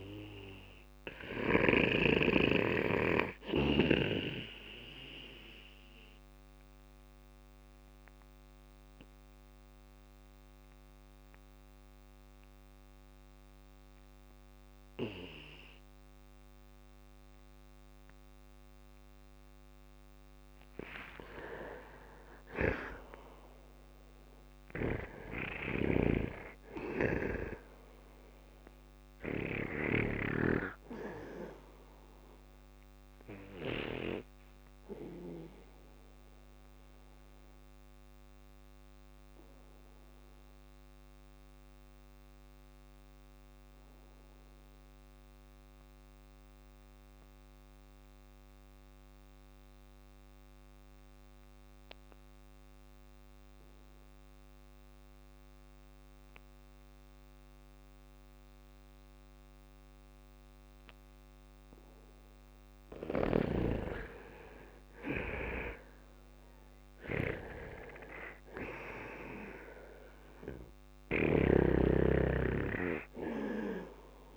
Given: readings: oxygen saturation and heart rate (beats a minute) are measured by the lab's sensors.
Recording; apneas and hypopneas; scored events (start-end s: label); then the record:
breathing in sleep by a microphone on the trachea; 2
0.00-10.00 s: oxygen desaturation (device-marked, oxygen 100% before, 96% lowest, heart rate 61 before, 56 extreme)
5.00-19.00 s: obstructive apnea (oxygen 100% before, 93% lowest, heart rate 60 before, 56 extreme, up 5 after)
8.00-18.00 s: bradycardia (device-marked, heart rate 62 before, 56 extreme)
20.00-24.50 s: arousal
21.00-30.00 s: drop in pulse transit time (device-marked, heart rate 59 before, 59 extreme)
24.00-27.00 s: bradycardia (device-marked, heart rate 61 before, 61 extreme)
24.00-29.00 s: snoring (device-marked)
27.00-48.00 s: oxygen desaturation (device-marked, oxygen 97% before, 93% lowest, heart rate 59 before, 56 extreme)
34.00-60.00 s: bradycardia (device-marked, heart rate 61 before, 56 extreme)
36.50-60.00 s: obstructive apnea (oxygen 97% before, 90% lowest, heart rate 59 before, 56 extreme, up 5 after)
40.00-50.00 s: drop in pulse transit time (device-marked, heart rate 60 before, 56 extreme)
61.50-64.50 s: arousal
63.00-74.37 s: drop in pulse transit time (device-marked, heart rate 57 before, 60 extreme)
63.00-74.37 s: oxygen desaturation (device-marked, oxygen 99% before, 90% lowest, heart rate 57 before, 57 extreme)
From the record:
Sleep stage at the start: REM sleep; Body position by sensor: on the back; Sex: male